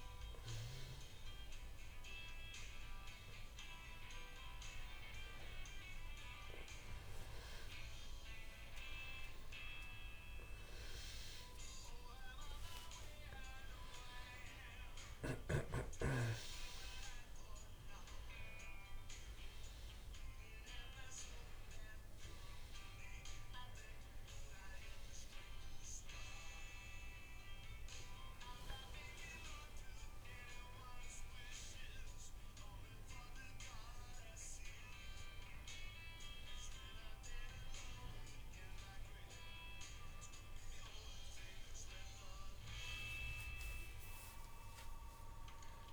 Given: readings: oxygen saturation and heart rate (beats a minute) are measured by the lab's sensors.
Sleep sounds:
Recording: a person awake in a sleep study, by a room microphone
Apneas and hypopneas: none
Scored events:
37.00-45.93 s: new sleep stage, N2 (light sleep)
From the record:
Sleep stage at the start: awake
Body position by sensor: on the back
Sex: male

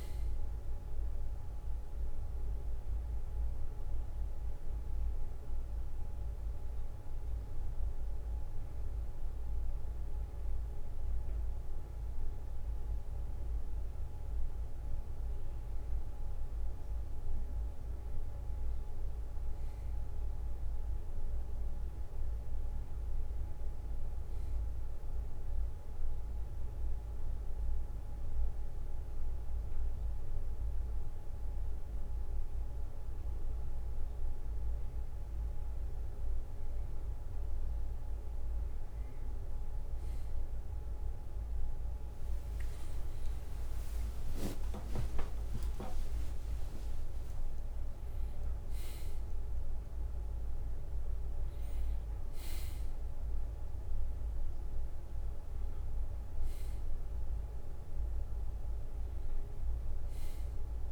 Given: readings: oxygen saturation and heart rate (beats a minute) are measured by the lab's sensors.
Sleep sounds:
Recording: a person awake in a sleep study, hard to hear, by a room microphone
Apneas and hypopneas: none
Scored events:
42.00-48.50 s: leg movement (device-marked)
44.50-46.50 s: long interval between heartbeats (device-marked, heart rate 63 before, 73 extreme)
From the record:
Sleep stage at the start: awake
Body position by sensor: on the right side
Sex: male

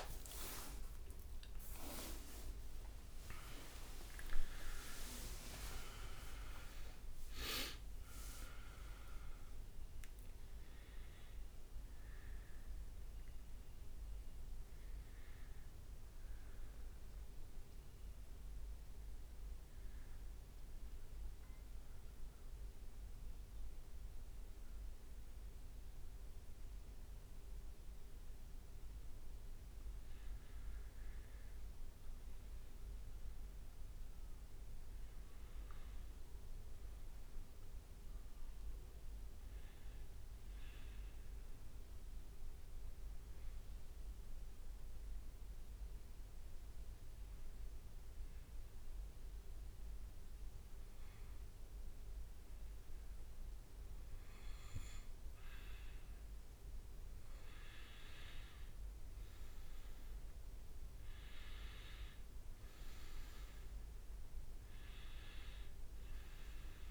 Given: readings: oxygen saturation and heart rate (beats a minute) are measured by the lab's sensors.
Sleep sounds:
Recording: a person partly awake in a sleep study, by a room microphone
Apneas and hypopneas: 2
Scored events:
15.00-66.91 s: new sleep stage, N2 (light sleep)
21.50-31.50 s: obstructive apnea (oxygen 99% before, 95% lowest, heart rate 82 before, 61 extreme, up 10 after)
33.50-37.50 s: arousal
41.50-54.00 s: hypopnea (oxygen 98% before, 95% lowest, heart rate 66 before, 63 extreme, up 1 after)
58.50-63.00 s: arousal
From the record:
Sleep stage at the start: awake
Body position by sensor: on the back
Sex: male

